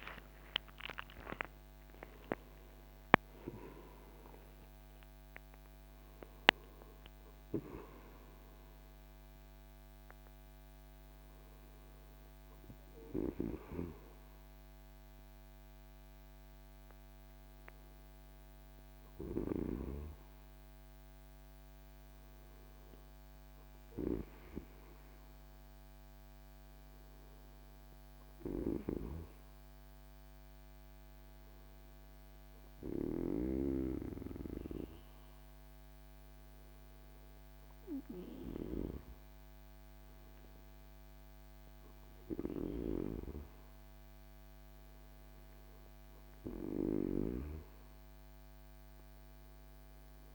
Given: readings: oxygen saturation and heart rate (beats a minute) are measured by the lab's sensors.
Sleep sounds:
breathing in sleep by a microphone on the trachea; none
0.00-2.00 s: arousal
47.50-50.35 s: arousal
From the record:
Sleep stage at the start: REM sleep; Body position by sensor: on the back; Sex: male

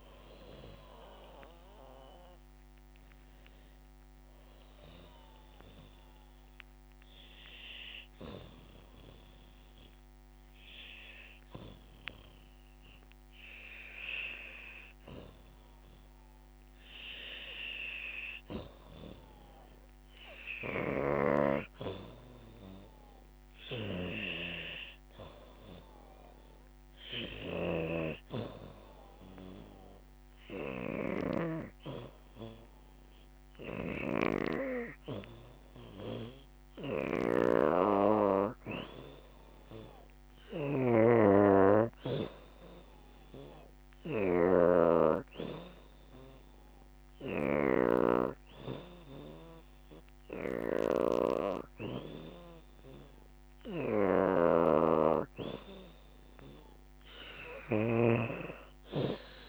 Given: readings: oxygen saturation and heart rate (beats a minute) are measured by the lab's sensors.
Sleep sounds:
breathing in sleep by a microphone on the trachea; 2
2.00-14.00 s: oxygen desaturation (device-marked, oxygen 89% before, 84% lowest, heart rate 82 before, 73 extreme)
6.00-17.00 s: obstructive apnea (oxygen 92% before, 84% lowest, heart rate 81 before, 76 extreme, up 7 after)
19.00-23.50 s: arousal
28.00-37.00 s: oxygen desaturation (device-marked, oxygen 93% before, 84% lowest, heart rate 78 before, 81 extreme)
43.00-56.00 s: oxygen desaturation (device-marked, oxygen 87% before, 84% lowest, heart rate 81 before, 81 extreme)
44.00-55.00 s: hypopnea (oxygen 93% before, 84% lowest, heart rate 81 before, 81 extreme, up 3 after)
56.50-59.49 s: arousal
From the record:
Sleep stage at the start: N2 (light sleep); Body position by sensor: on the back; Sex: female

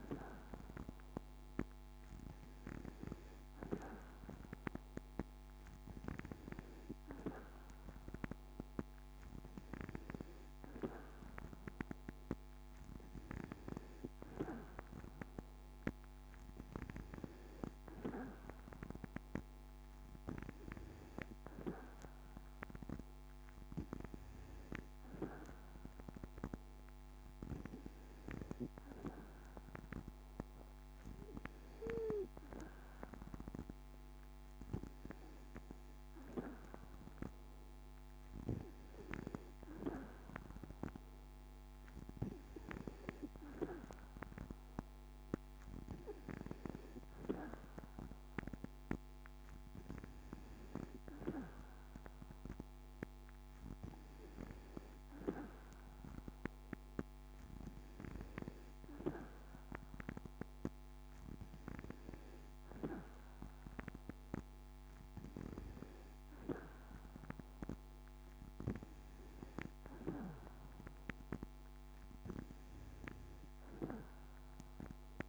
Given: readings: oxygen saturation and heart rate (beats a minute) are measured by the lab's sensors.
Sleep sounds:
breathing in sleep by a microphone on the trachea; none
none scored
From the record:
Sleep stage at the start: N2 (light sleep); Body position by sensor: on the back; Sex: female

